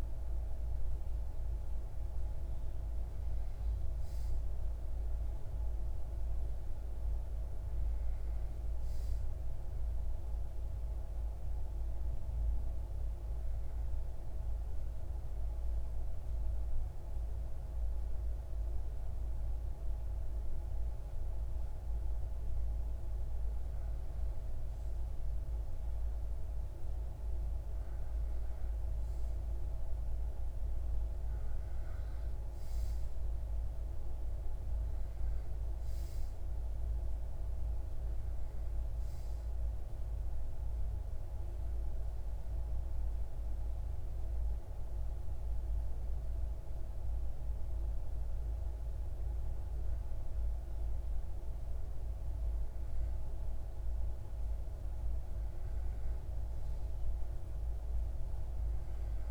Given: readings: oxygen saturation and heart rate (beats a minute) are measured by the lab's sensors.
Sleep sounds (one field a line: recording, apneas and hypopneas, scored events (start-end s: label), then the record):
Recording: breathing in sleep, hard to hear, by a room microphone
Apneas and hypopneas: 2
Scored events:
13.50-23.50 s: central apnea (oxygen 96% before, 93% lowest)
26.50-31.00 s: arousal
39.00-50.50 s: obstructive apnea (oxygen 96% before, 92% lowest)
54.50-58.50 s: arousal
From the record:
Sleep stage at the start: REM sleep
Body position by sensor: on the back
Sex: male